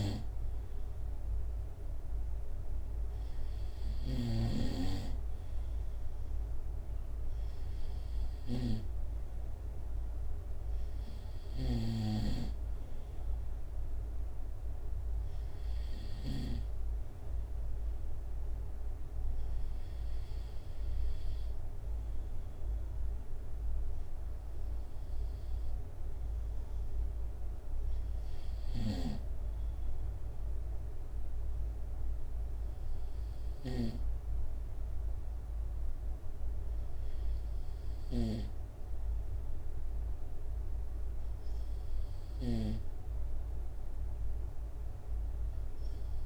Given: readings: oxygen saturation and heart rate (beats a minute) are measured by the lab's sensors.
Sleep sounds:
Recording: breathing in sleep by a room microphone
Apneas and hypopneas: none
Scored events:
0.00-16.50 s: snoring (device-marked)
From the record:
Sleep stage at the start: N2 (light sleep)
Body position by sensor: on the right side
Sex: male

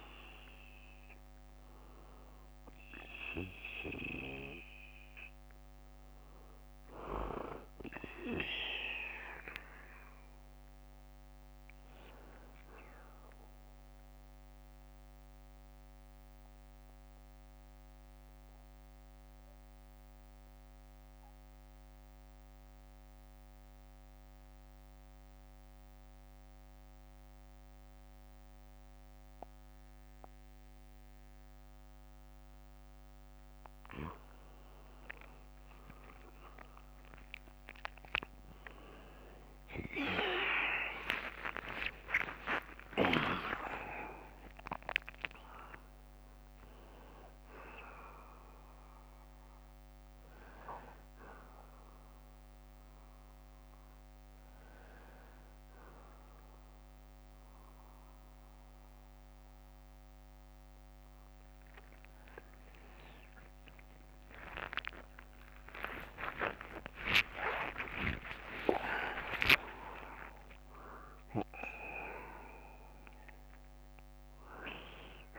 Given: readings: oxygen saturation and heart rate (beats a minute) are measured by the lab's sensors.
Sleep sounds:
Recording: a person partly awake in a sleep study, by a microphone on the trachea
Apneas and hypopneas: 1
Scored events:
13.50-32.00 s: mixed apnea (oxygen 96% before, 94% lowest, heart rate 84 before, 64 extreme, up 29 after)
42.50-72.50 s: new sleep stage, awake
43.50-53.50 s: oxygen desaturation (device-marked, oxygen 98% before, 95% lowest, heart rate 77 before, 66 extreme)
62.50-69.50 s: tachycardia (device-marked, heart rate 69 before, 130 extreme)
72.50-75.39 s: new sleep stage, N1 (lightest sleep)
From the record:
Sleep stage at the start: N2 (light sleep)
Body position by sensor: on the back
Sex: male

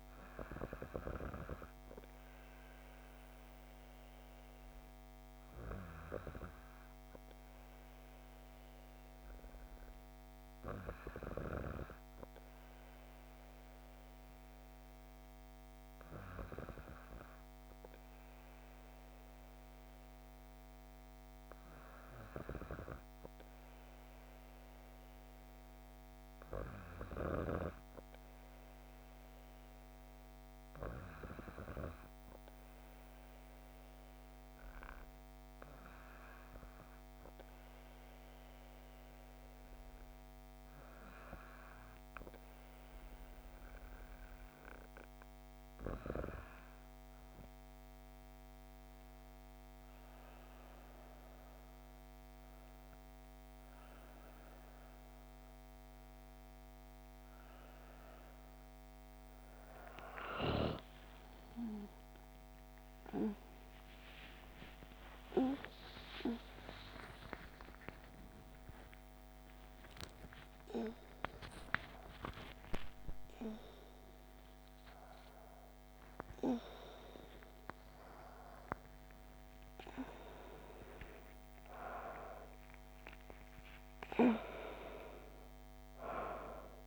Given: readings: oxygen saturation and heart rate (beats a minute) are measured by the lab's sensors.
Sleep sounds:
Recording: a person partly awake in a sleep study, by a microphone on the trachea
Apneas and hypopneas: none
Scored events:
55.00-86.87 s: new sleep stage, awake
From the record:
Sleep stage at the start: N2 (light sleep)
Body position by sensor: on the back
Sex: female

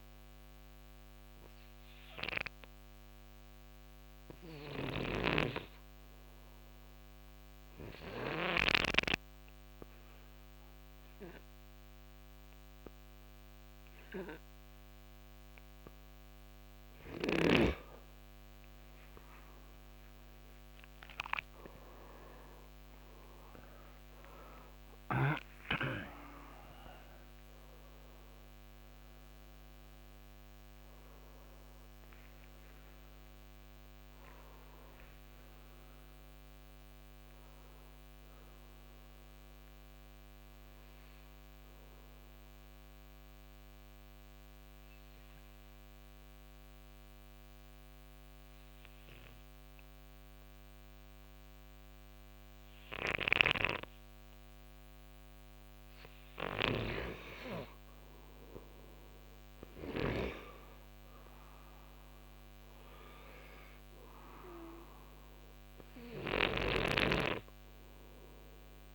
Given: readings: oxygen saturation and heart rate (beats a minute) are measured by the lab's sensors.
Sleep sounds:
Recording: breathing in sleep by a microphone on the trachea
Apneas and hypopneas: 2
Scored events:
0.00-6.00 s: oxygen desaturation (device-marked, oxygen 87% lowest, heart rate 60 extreme)
3.50-6.50 s: arousal
4.50-8.50 s: snoring (device-marked)
8.00-18.00 s: obstructive apnea (oxygen 97% before, 90% lowest, heart rate 64 before, 62 extreme, up 34 after)
16.00-39.00 s: oxygen desaturation (device-marked, oxygen 97% before, 90% lowest, heart rate 65 before, 59 extreme)
19.00-24.50 s: arousal
40.50-55.00 s: obstructive apnea (oxygen 96% before, 88% lowest, heart rate 80 before, 61 extreme, up 16 after)
53.00-60.00 s: snoring (device-marked)
57.00-61.50 s: arousal
60.00-68.95 s: oxygen desaturation (device-marked, oxygen 96% before, 91% lowest, heart rate 64 before, 64 extreme)
66.00-68.95 s: snoring (device-marked)
From the record:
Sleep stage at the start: N2 (light sleep)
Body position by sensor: on the right side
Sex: male

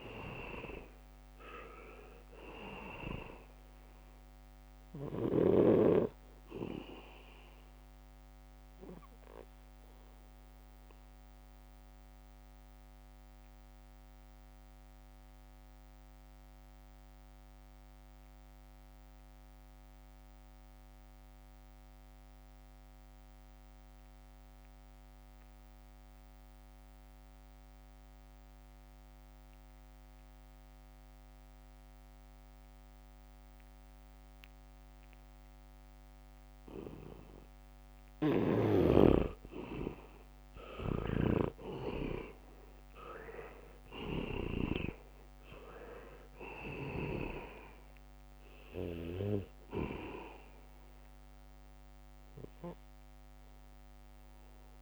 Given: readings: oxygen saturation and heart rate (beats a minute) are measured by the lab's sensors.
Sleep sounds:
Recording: breathing in sleep by a microphone on the trachea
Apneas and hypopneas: 1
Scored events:
0.00-1.50 s: arousal
0.00-3.50 s: leg movement (device-marked)
0.00-22.00 s: oxygen desaturation (device-marked, oxygen 78% lowest, heart rate 64 extreme)
5.00-10.00 s: leg movement (device-marked)
12.50-38.00 s: obstructive apnea (oxygen 99% before, 75% lowest, heart rate 69 before, 64 extreme, up 6 after)
27.00-54.82 s: oxygen desaturation (device-marked, oxygen 99% before, 75% lowest, heart rate 73 before, 64 extreme)
34.00-36.50 s: leg movement (device-marked)
40.50-44.50 s: arousal
41.00-45.00 s: snoring (device-marked)
From the record:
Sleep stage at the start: N2 (light sleep)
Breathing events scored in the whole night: 390 in 4.1 hours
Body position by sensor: on the back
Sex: male

